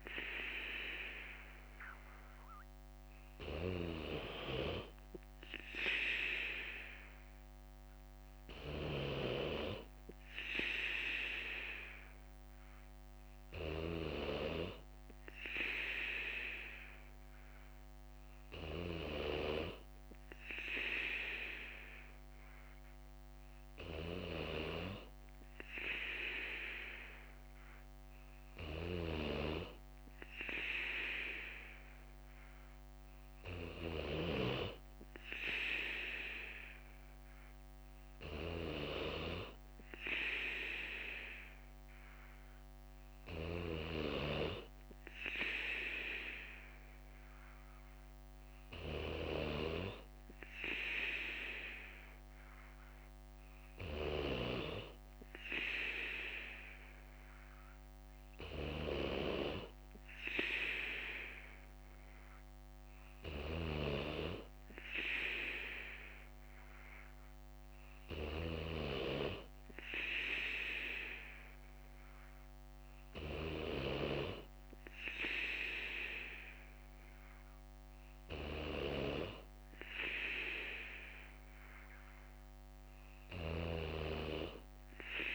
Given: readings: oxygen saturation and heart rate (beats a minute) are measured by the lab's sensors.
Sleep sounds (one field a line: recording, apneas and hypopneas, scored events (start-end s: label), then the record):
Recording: breathing in sleep by a microphone on the trachea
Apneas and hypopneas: none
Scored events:
2.00-4.00 s: bradycardia (device-marked, heart rate 59 before, 60 extreme)
9.00-26.00 s: bradycardia (device-marked, heart rate 59 before, 57 extreme)
72.00-81.00 s: bradycardia (device-marked, heart rate 59 before, 58 extreme)
From the record:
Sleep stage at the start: N3 (deep sleep)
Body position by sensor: on the right side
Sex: male